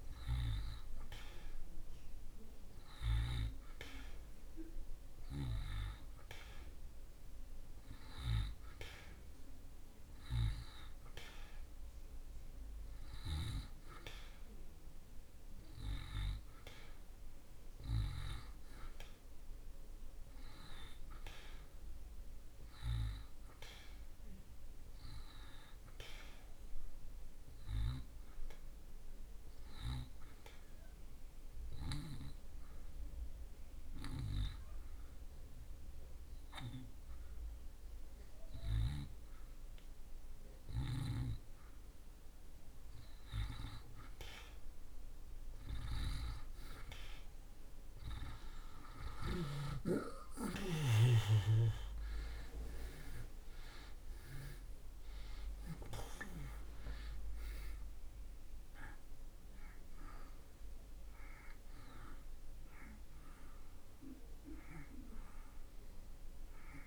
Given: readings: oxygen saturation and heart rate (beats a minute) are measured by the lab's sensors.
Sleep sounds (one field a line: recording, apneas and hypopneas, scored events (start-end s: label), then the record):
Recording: breathing in sleep by a room microphone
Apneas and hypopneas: 1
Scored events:
0.00-3.50 s: oxygen desaturation (device-marked, oxygen 87% lowest)
31.00-42.50 s: hypopnea (oxygen 90% before, 85% lowest)
54.50-66.87 s: oxygen desaturation (device-marked, oxygen 91% before, 85% lowest)
From the record:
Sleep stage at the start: N2 (light sleep)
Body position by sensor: on the back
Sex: male